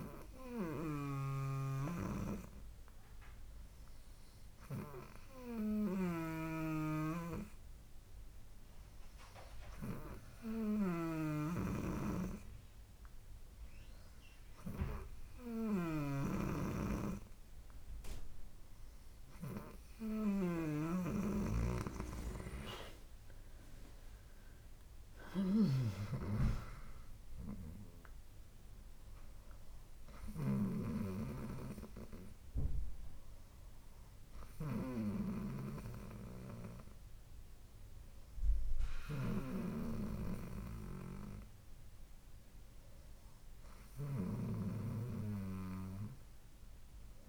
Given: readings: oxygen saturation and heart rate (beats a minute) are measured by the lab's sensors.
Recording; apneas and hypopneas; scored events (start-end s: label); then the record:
breathing in sleep by a room microphone; none
none scored
From the record:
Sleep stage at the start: N2 (light sleep); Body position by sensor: on the right side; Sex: female